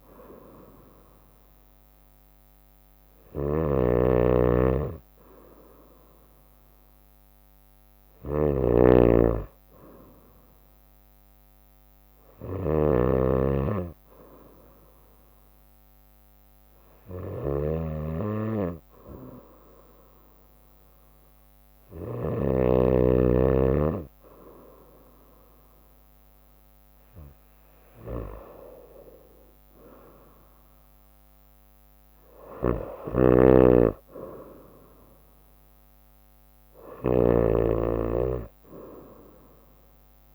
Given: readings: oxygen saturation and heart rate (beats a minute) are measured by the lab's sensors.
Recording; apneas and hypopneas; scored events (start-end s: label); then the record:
breathing in sleep by a microphone on the trachea; 1
0.00-22.50 s: snoring (device-marked)
5.50-9.00 s: arousal
14.50-27.00 s: obstructive apnea (oxygen 95% before, 93% lowest, heart rate 64 before, 63 extreme, up 2 after)
30.00-33.50 s: arousal
32.50-40.35 s: snoring (device-marked)
From the record:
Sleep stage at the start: N2 (light sleep); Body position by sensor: on the right side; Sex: female